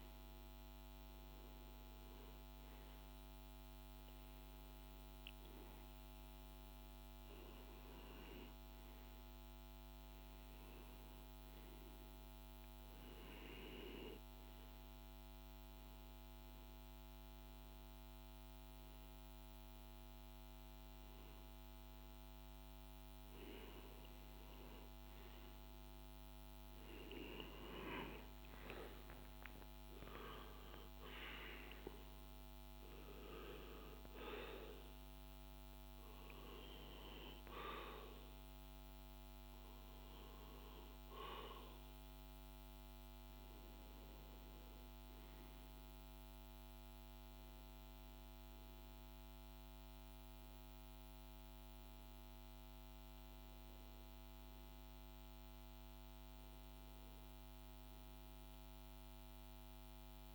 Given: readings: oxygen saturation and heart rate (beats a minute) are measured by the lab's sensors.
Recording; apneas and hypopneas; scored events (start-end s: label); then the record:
breathing in sleep by a microphone on the trachea; none
0.00-17.00 s: oxygen desaturation (device-marked, oxygen 94% lowest)
26.50-30.50 s: arousal
From the record:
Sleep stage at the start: REM sleep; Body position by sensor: on the back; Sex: male